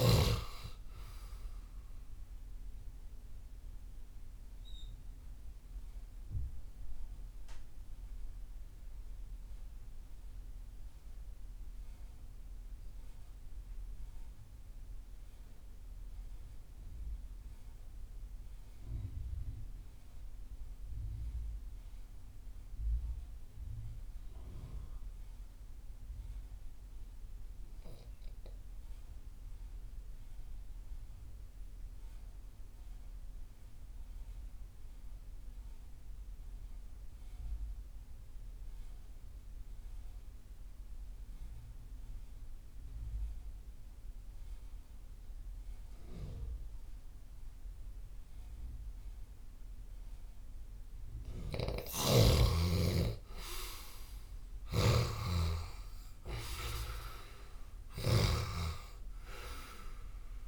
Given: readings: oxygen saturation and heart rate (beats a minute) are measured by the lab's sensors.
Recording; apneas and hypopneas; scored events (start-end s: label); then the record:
breathing in sleep by a room microphone; 1
0.00-17.00 s: oxygen desaturation (device-marked, oxygen 68% lowest)
2.50-51.00 s: mixed apnea (oxygen 92% before, 67% lowest)
33.00-60.48 s: oxygen desaturation (device-marked, oxygen 97% before, 67% lowest)
52.50-55.00 s: arousal
54.00-60.48 s: snoring (device-marked)
From the record:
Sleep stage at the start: REM sleep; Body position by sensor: on the left side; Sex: male